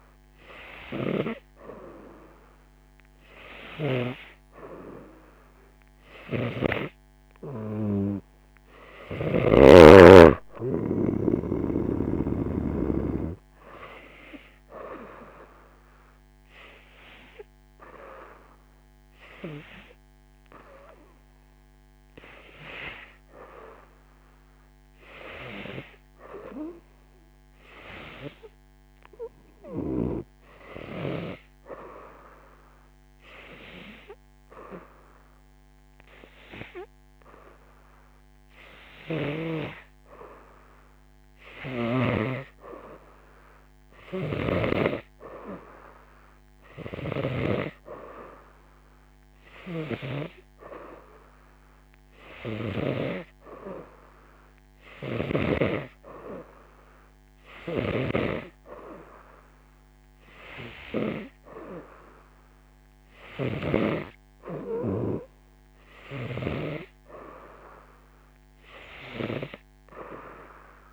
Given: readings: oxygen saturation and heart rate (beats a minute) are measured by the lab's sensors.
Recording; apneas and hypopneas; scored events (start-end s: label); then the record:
breathing in sleep by a microphone on the trachea; 1
0.00-4.00 s: snoring (device-marked)
6.00-9.50 s: snoring (device-marked)
11.00-14.00 s: arousal
16.50-29.00 s: hypopnea (oxygen 93% before, 89% lowest, heart rate 87 before, 87 extreme, up 0 after)
17.50-27.50 s: oxygen desaturation (device-marked, oxygen 92% before, 89% lowest, heart rate 87 before, 87 extreme)
29.50-33.00 s: arousal
44.00-47.50 s: snoring (device-marked)
49.50-53.00 s: snoring (device-marked)
49.50-59.50 s: oxygen desaturation (device-marked, oxygen 93% before, 89% lowest, heart rate 87 before, 86 extreme)
57.50-64.00 s: snoring (device-marked)
From the record:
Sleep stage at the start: N2 (light sleep); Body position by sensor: on the right side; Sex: female